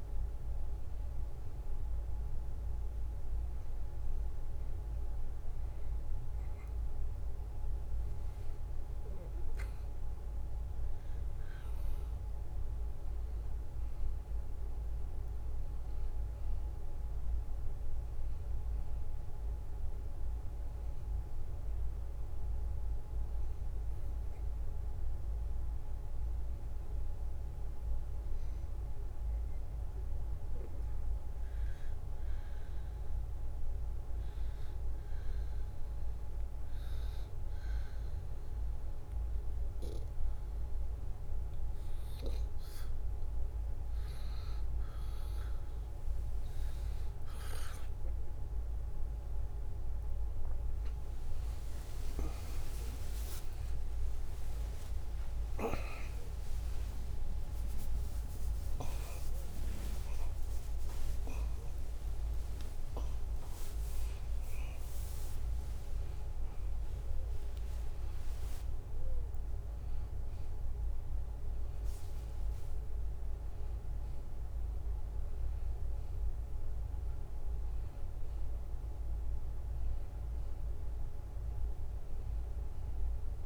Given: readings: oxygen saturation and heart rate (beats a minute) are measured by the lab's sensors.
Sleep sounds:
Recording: a person partly awake in a sleep study, hard to hear, by a room microphone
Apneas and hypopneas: 1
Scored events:
0.00-1.00 s: oxygen desaturation (device-marked, oxygen 89% lowest, heart rate 71 extreme)
31.50-42.00 s: obstructive apnea (oxygen 95% before, 91% lowest, heart rate 73 before, 72 extreme, up 1 after)
42.00-72.00 s: new sleep stage, awake
55.00-57.00 s: long interval between heartbeats (device-marked, heart rate 73 before, 90 extreme)
56.00-63.00 s: tachycardia (device-marked, heart rate 73 before, 111 extreme)
56.00-72.00 s: drop in pulse transit time (device-marked, heart rate 74 before, 84 extreme)
59.50-61.50 s: long interval between heartbeats (device-marked, heart rate 77 before, 109 extreme)
62.50-64.50 s: long interval between heartbeats (device-marked, heart rate 82 before, 111 extreme)
72.00-83.46 s: new sleep stage, N1 (lightest sleep)
From the record:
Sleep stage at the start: N1 (lightest sleep)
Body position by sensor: on the back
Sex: male

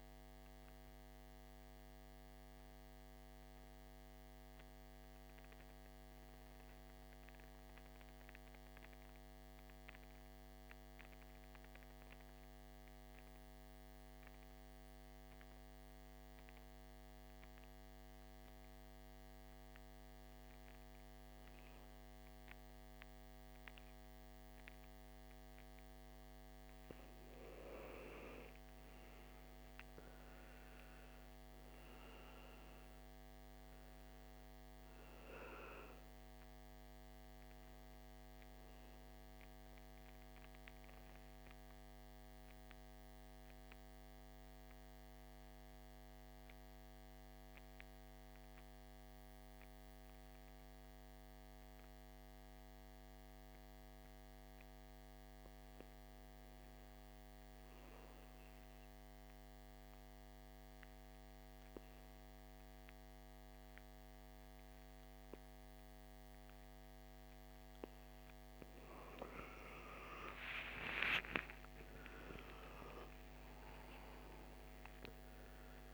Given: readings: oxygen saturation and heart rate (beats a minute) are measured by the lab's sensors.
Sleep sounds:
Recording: breathing in sleep by a microphone on the trachea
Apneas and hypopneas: 2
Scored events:
0.00-10.50 s: oxygen desaturation (device-marked, oxygen 81% lowest, heart rate 55 extreme)
6.00-25.50 s: mixed apnea (oxygen 97% before, 85% lowest, heart rate 77 before, 55 extreme, up 13 after)
28.00-32.50 s: arousal
29.50-49.50 s: oxygen desaturation (device-marked, oxygen 99% before, 89% lowest, heart rate 58 before, 58 extreme)
39.50-55.00 s: mixed apnea (oxygen 100% before, 84% lowest, heart rate 63 before, 58 extreme, up 3 after)
62.50-75.94 s: oxygen desaturation (device-marked, oxygen 98% before, 84% lowest, heart rate 59 before, 55 extreme)
70.00-75.00 s: arousal
From the record:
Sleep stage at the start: N2 (light sleep)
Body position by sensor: on the back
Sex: male

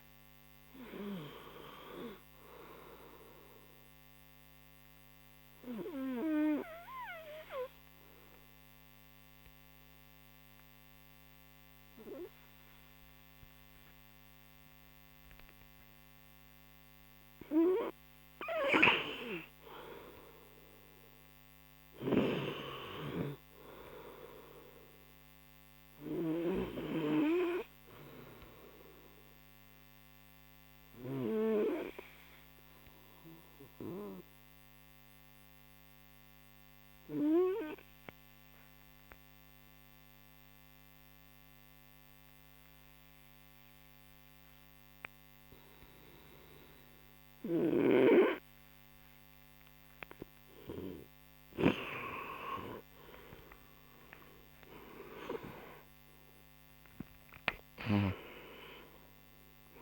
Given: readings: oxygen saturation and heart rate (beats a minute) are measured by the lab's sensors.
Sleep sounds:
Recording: breathing in sleep by a microphone on the trachea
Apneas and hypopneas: 2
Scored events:
0.00-2.00 s: arousal
5.00-16.50 s: obstructive apnea (oxygen 99% before, 93% lowest)
19.50-23.00 s: arousal
29.00-49.00 s: obstructive apnea (oxygen 99% before, 93% lowest)
36.00-45.00 s: oxygen desaturation (device-marked, oxygen 96% before, 93% lowest)
51.00-59.82 s: oxygen desaturation (device-marked, oxygen 97% before, 94% lowest)
52.00-59.82 s: new sleep stage, awake
From the record:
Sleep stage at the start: N2 (light sleep)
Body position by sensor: on the right side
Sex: male

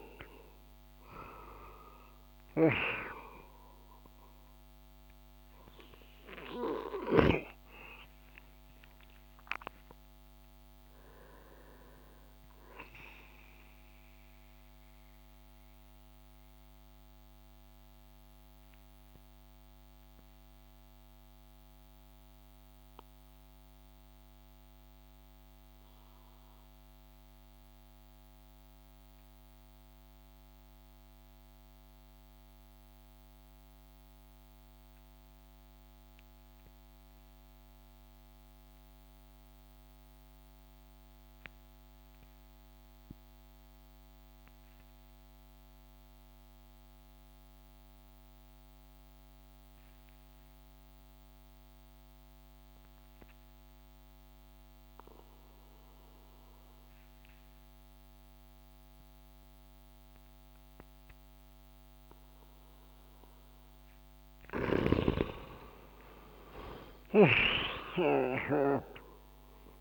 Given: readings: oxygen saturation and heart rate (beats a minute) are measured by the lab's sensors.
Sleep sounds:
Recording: breathing in sleep by a microphone on the trachea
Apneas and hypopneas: 1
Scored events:
0.00-3.00 s: arousal
0.00-7.00 s: snoring (device-marked)
0.00-26.50 s: oxygen desaturation (device-marked, oxygen 88% lowest)
14.50-64.00 s: mixed apnea (oxygen 96% before, 87% lowest)
43.50-69.81 s: oxygen desaturation (device-marked, oxygen 98% before, 87% lowest)
65.50-69.81 s: arousal
From the record:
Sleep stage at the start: N2 (light sleep)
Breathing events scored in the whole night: 253 in 7.0 hours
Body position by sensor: on the back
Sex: male

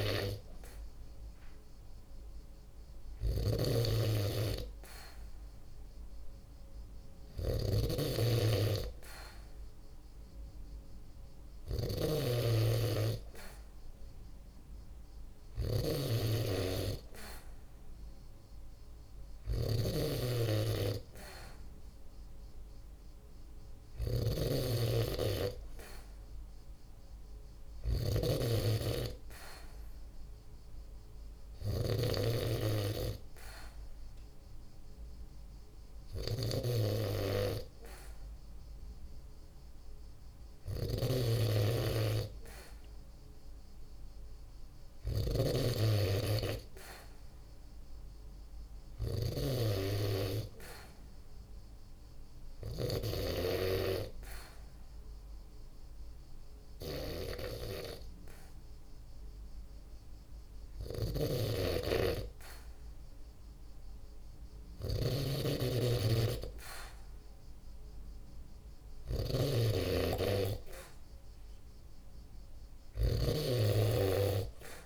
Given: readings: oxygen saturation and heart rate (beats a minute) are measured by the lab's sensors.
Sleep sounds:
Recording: breathing in sleep by a room microphone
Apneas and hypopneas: 1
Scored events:
3.00-31.50 s: snoring (device-marked)
40.50-49.00 s: snoring (device-marked)
50.50-61.00 s: hypopnea (oxygen 95% before, 94% lowest, heart rate 51 before, 50 extreme, up 0 after)
60.50-74.86 s: snoring (device-marked)
62.50-67.50 s: arousal
From the record:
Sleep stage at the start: N2 (light sleep)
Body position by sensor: on the right side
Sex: male

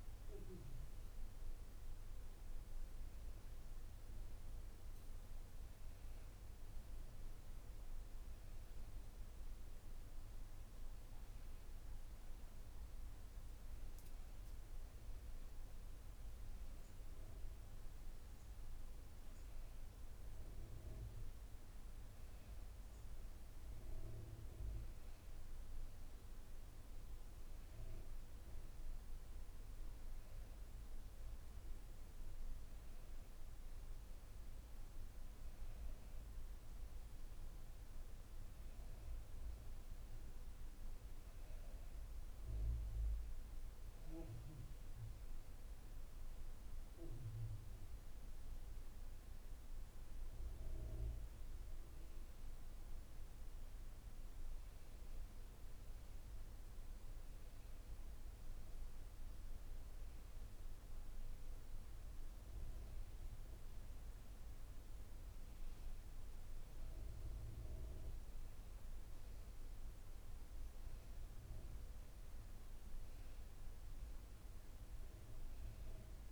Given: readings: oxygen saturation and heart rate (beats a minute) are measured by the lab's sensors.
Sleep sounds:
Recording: breathing in sleep, hard to hear, by a room microphone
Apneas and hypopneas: none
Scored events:
none scored
From the record:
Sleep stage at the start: N1 (lightest sleep)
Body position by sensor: on the back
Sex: female

